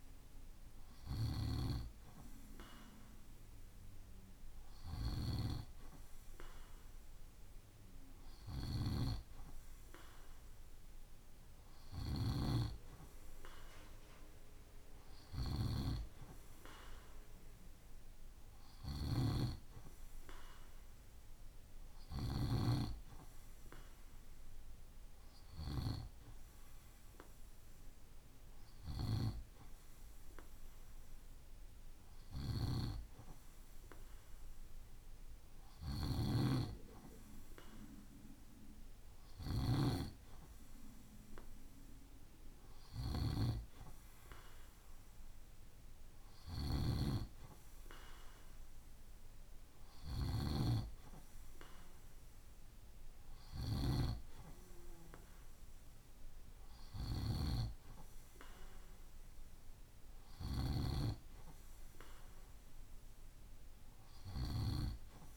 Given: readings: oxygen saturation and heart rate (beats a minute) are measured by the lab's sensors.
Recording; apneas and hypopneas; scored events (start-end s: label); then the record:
breathing in sleep by a room microphone; none
0.00-4.50 s: snoring (device-marked)
11.00-21.50 s: snoring (device-marked)
31.50-60.00 s: snoring (device-marked)
From the record:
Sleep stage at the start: N2 (light sleep); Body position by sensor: on the right side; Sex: male